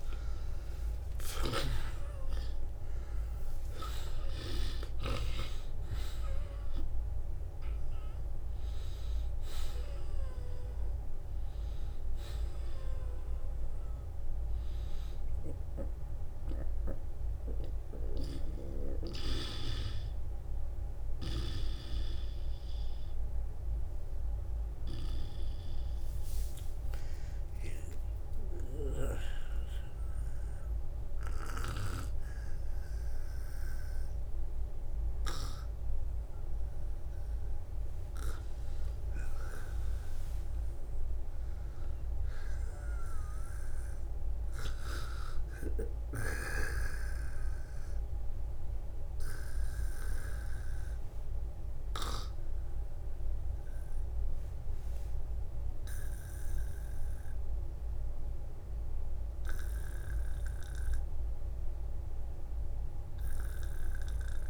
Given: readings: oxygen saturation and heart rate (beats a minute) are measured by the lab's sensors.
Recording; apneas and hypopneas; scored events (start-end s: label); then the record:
breathing in sleep by a room microphone; none
0.50-2.50 s: long interval between heartbeats (device-marked, heart rate 52 before, 58 extreme)
18.00-20.00 s: long interval between heartbeats (device-marked, heart rate 64 before, 58 extreme)
22.00-40.00 s: oxygen desaturation (device-marked, oxygen 93% before, 84% lowest, heart rate 65 before, 39 extreme)
26.00-30.50 s: arousal
61.00-64.50 s: oxygen desaturation (device-marked, oxygen 95% before, 92% lowest, heart rate 57 before, 47 extreme)
62.00-64.00 s: long interval between heartbeats (device-marked, heart rate 56 before, 43 extreme)
From the record:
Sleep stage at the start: N2 (light sleep); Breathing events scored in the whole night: 239 in 3.9 hours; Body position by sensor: on the back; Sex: male